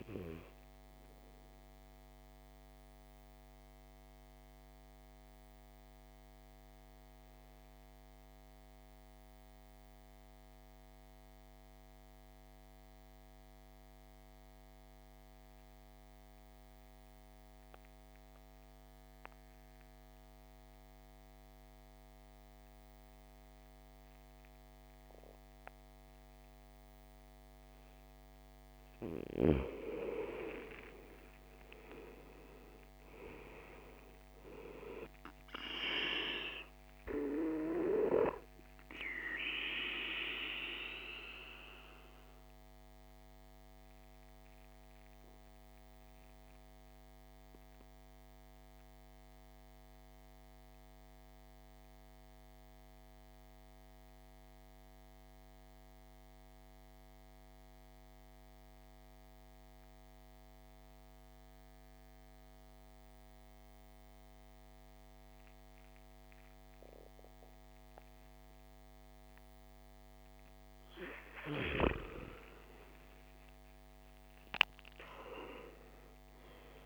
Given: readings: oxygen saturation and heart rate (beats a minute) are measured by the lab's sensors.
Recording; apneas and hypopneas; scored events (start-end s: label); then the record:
breathing in sleep by a microphone on the trachea; 2
0.00-14.50 s: oxygen desaturation (device-marked, oxygen 81% lowest, heart rate 50 extreme)
2.00-29.00 s: mixed apnea (oxygen 96% before, 78% lowest, heart rate 64 before, 50 extreme, up 17 after)
25.50-58.50 s: oxygen desaturation (device-marked, oxygen 99% before, 78% lowest, heart rate 55 before, 53 extreme)
30.50-35.00 s: arousal
41.00-71.50 s: mixed apnea (oxygen 99% before, 78% lowest, heart rate 61 before, 52 extreme, up 17 after)
69.50-76.86 s: oxygen desaturation (device-marked, oxygen 99% before, 79% lowest, heart rate 55 before, 52 extreme)
73.00-76.86 s: arousal
From the record:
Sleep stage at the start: N2 (light sleep); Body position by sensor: on the back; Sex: male